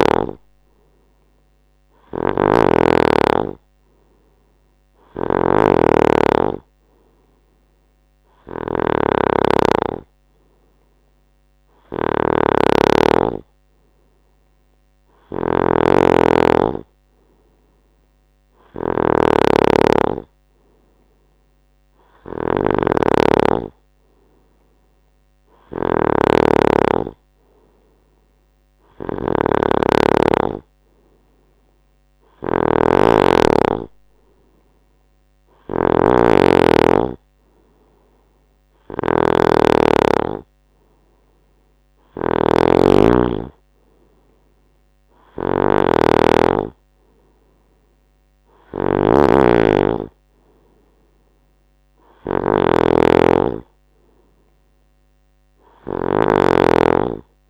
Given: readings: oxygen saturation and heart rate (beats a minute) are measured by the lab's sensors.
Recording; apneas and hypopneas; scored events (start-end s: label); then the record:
breathing in sleep by a microphone on the trachea; none
0.00-57.50 s: snoring (device-marked)
From the record:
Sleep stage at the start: N3 (deep sleep); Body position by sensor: on the right side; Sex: male